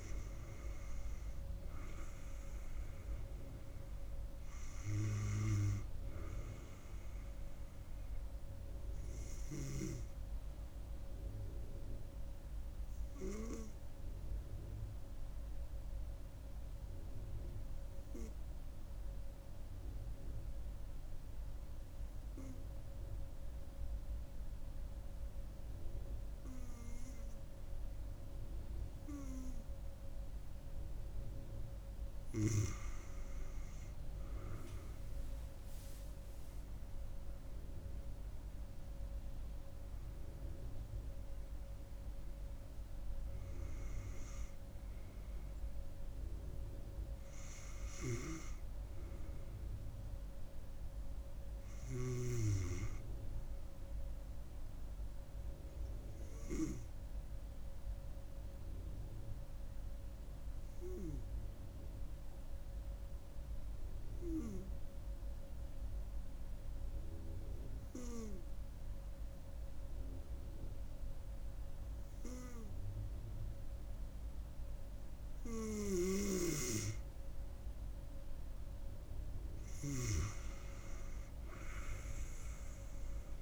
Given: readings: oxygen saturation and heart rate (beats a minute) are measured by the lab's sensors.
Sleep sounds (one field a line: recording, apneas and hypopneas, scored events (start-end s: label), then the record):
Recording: breathing in sleep by a room microphone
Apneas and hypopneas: 2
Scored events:
0.00-12.00 s: oxygen desaturation (device-marked, oxygen 96% before, 93% lowest)
14.50-30.00 s: obstructive apnea (oxygen 97% before, 92% lowest)
30.00-55.00 s: oxygen desaturation (device-marked, oxygen 96% before, 92% lowest)
31.50-36.50 s: arousal
61.50-75.00 s: obstructive apnea (oxygen 97% before, 92% lowest)
76.00-83.42 s: oxygen desaturation (device-marked, oxygen 97% before, 92% lowest)
76.50-80.00 s: arousal
From the record:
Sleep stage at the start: N2 (light sleep)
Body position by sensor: on the right side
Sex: female